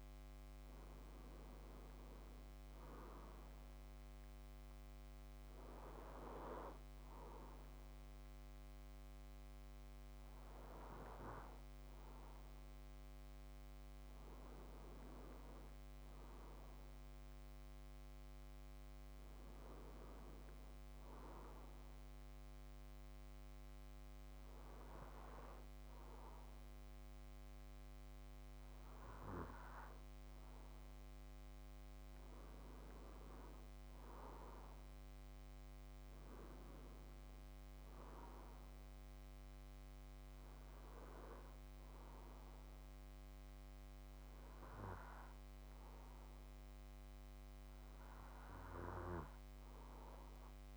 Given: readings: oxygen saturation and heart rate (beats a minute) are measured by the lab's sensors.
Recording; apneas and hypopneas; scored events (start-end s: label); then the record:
breathing in sleep by a microphone on the trachea; none
none scored
From the record:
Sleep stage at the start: N2 (light sleep); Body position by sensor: on the back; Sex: male